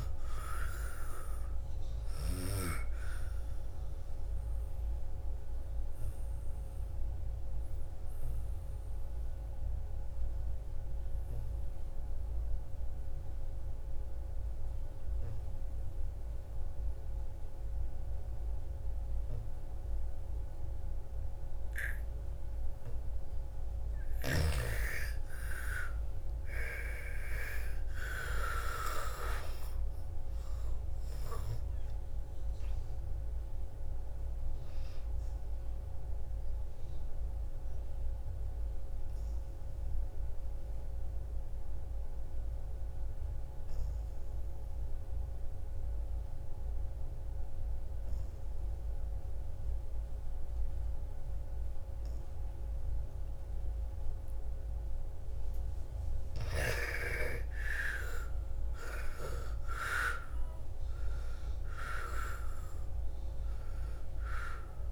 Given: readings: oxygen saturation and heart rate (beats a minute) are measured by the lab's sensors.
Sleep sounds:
breathing in sleep by a room microphone; 2
0.00-17.00 s: oxygen desaturation (device-marked, oxygen 82% lowest, heart rate 56 extreme)
4.50-22.50 s: obstructive apnea (oxygen 99% before, 82% lowest, heart rate 62 before, 54 extreme, up 24 after)
23.00-51.00 s: oxygen desaturation (device-marked, oxygen 99% before, 83% lowest, heart rate 60 before, 54 extreme)
24.50-28.50 s: arousal
36.50-54.50 s: obstructive apnea (oxygen 99% before, 83% lowest, heart rate 66 before, 54 extreme, up 15 after)
57.00-61.00 s: arousal
57.00-64.92 s: oxygen desaturation (device-marked, oxygen 99% before, 84% lowest, heart rate 58 before, 54 extreme)
From the record:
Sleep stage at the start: N2 (light sleep); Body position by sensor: on the back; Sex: female

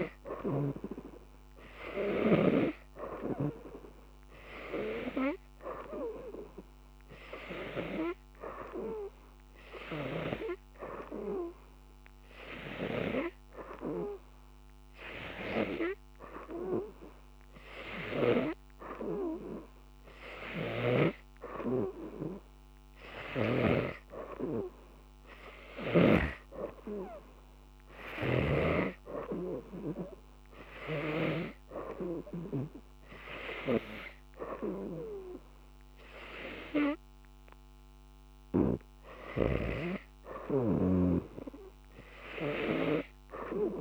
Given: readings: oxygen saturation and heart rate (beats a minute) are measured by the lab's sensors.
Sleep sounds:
breathing in sleep by a microphone on the trachea; none
20.50-24.00 s: snoring (device-marked)
39.50-43.81 s: snoring (device-marked)
From the record:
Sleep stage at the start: N2 (light sleep); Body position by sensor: on the right side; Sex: female

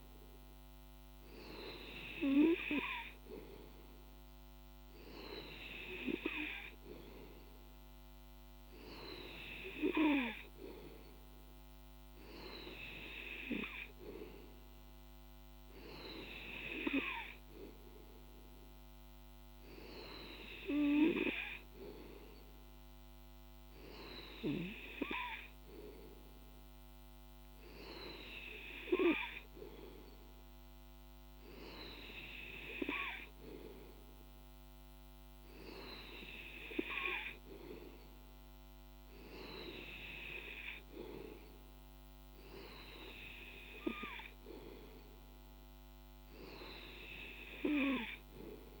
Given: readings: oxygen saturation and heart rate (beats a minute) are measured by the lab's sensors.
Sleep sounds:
breathing in sleep by a microphone on the trachea; none
none scored
From the record:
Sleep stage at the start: N2 (light sleep); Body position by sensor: on the back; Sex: male

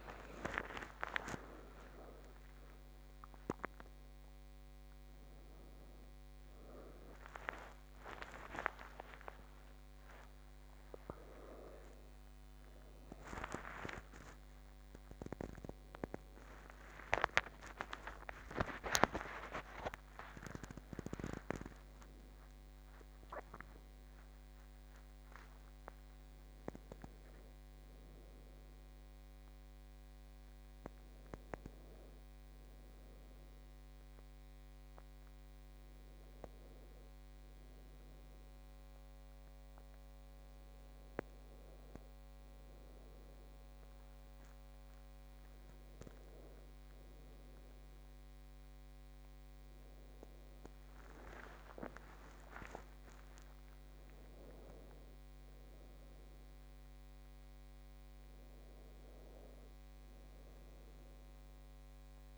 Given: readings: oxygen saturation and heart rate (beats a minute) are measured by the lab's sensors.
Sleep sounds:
a person awake in a sleep study, by a microphone on the trachea; none
none scored
From the record:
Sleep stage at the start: awake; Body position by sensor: on the back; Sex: female

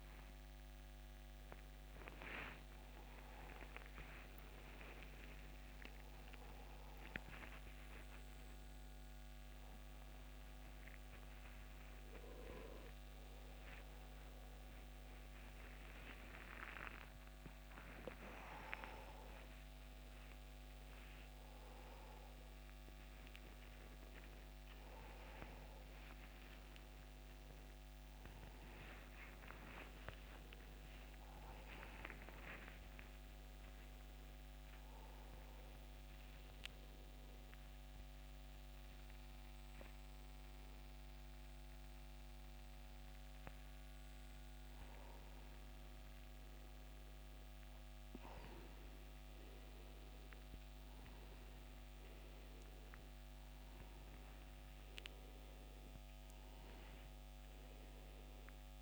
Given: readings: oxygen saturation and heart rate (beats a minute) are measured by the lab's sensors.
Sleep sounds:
a person awake in a sleep study, by a microphone on the trachea; none
38.50-43.50 s: oxygen desaturation (device-marked, oxygen 93% before, 91% lowest, heart rate 121 before, 99 extreme)
From the record:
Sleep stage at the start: awake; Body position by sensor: upright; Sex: male

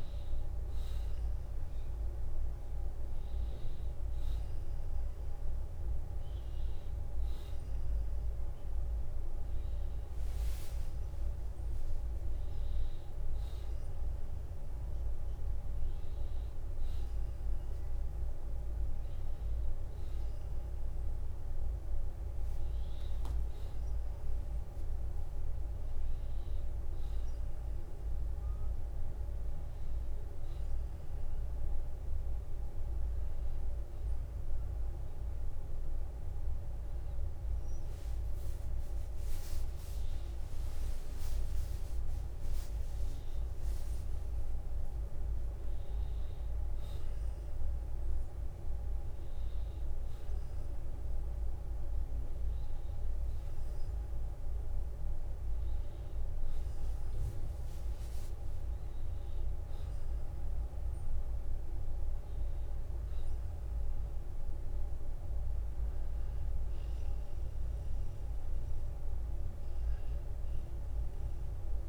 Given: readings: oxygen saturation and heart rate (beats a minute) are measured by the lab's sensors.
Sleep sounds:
a person awake in a sleep study, hard to hear, by a room microphone; none
21.00-23.00 s: long interval between heartbeats (device-marked, heart rate 61 before, 54 extreme)
42.50-71.89 s: new sleep stage, N1 (lightest sleep)
68.50-70.50 s: long interval between heartbeats (device-marked, heart rate 54 before, 55 extreme)
From the record:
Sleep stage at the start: awake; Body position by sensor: on the back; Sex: male

